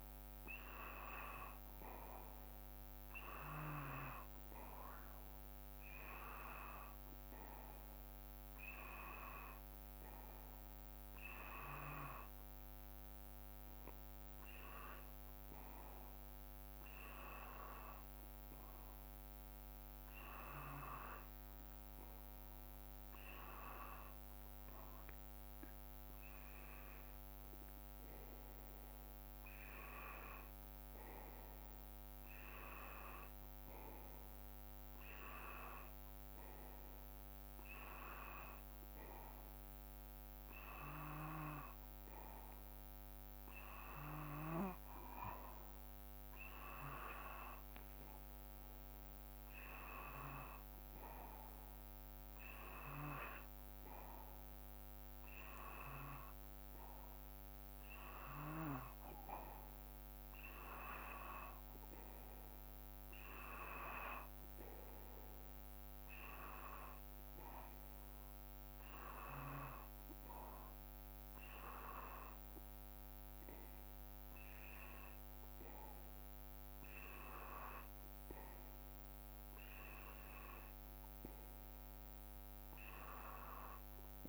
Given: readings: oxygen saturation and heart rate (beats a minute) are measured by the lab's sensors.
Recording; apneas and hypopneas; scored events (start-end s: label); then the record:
breathing in sleep by a microphone on the trachea; none
none scored
From the record:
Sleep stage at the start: N2 (light sleep); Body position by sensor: on the back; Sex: male